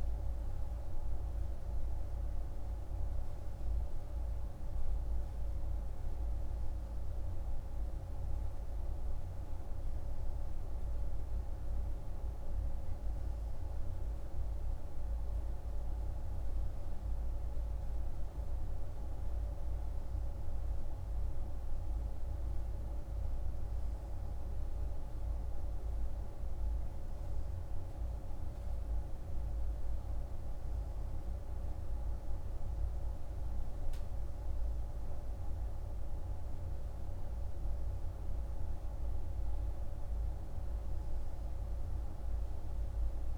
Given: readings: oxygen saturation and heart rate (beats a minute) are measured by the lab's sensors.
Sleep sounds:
breathing in sleep, hard to hear, by a room microphone; none
none scored
From the record:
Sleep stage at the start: N3 (deep sleep); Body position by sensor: on the right side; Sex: male

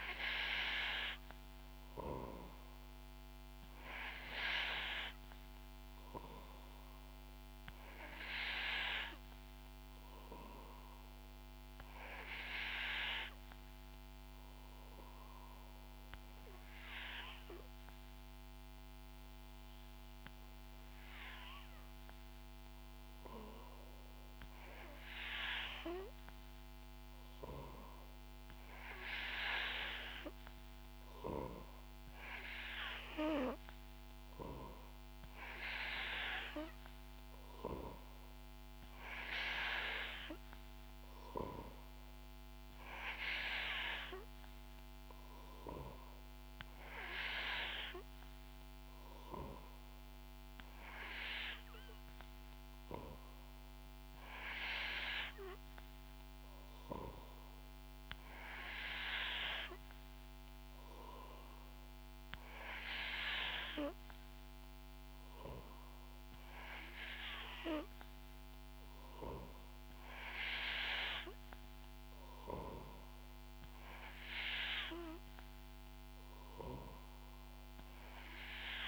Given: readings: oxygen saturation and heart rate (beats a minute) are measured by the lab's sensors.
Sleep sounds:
breathing in sleep by a microphone on the trachea; 1
13.50-25.00 s: obstructive apnea (oxygen 91% before, 88% lowest, heart rate 69 before, 66 extreme, up 4 after)
28.00-31.50 s: arousal
33.50-50.50 s: oxygen desaturation (device-marked, oxygen 92% before, 88% lowest, heart rate 67 before, 66 extreme)
37.50-42.00 s: snoring (device-marked)
72.50-77.00 s: snoring (device-marked)
From the record:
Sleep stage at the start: N3 (deep sleep); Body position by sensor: on the back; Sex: female

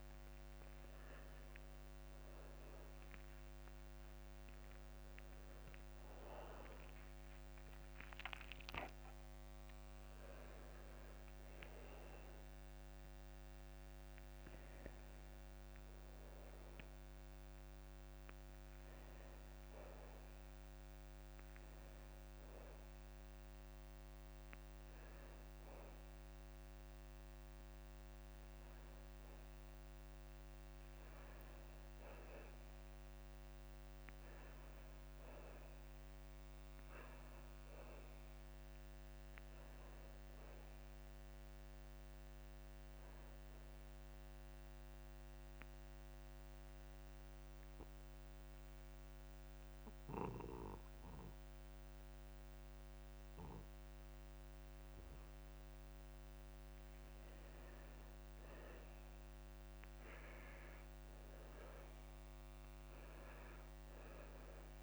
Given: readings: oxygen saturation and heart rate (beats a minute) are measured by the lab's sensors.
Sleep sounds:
breathing in sleep by a microphone on the trachea; 2
0.00-8.00 s: oxygen desaturation (device-marked, oxygen 85% lowest)
9.00-12.50 s: arousal
15.50-29.50 s: hypopnea (oxygen 98% before, 92% lowest)
23.00-64.83 s: new sleep stage, N2 (light sleep)
33.00-37.00 s: arousal
44.00-56.50 s: central apnea (oxygen 99% before, 92% lowest)
59.00-62.00 s: arousal
From the record:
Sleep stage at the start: N1 (lightest sleep); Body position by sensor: on the back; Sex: male

